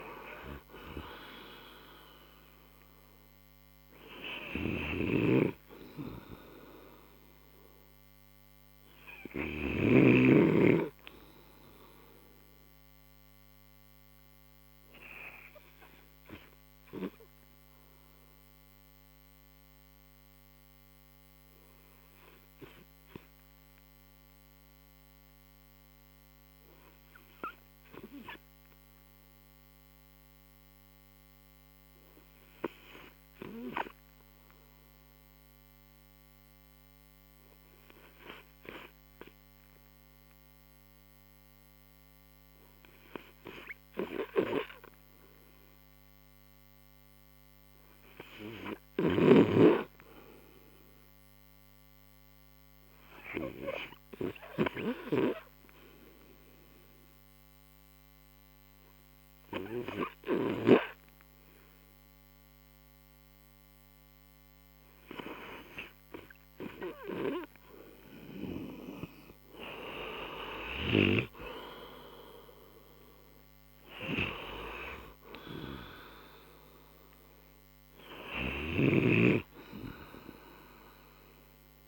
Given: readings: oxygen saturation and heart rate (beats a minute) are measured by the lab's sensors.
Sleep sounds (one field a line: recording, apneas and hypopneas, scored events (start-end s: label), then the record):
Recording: breathing in sleep by a microphone on the trachea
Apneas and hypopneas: 2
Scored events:
0.00-5.00 s: oxygen desaturation (device-marked, oxygen 91% lowest)
7.50-11.00 s: arousal
14.00-30.00 s: obstructive apnea (oxygen 96% before, 89% lowest, heart rate 47 before, 31 extreme, up 9 after)
34.00-39.00 s: arousal
45.00-78.00 s: oxygen desaturation (device-marked, oxygen 98% before, 89% lowest, heart rate 37 before, 29 extreme)
50.50-65.00 s: obstructive apnea (oxygen 99% before, 89% lowest, heart rate 49 before, 29 extreme, up 50 after)
69.50-74.00 s: arousal
From the record:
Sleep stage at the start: N2 (light sleep)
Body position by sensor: on the right side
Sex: male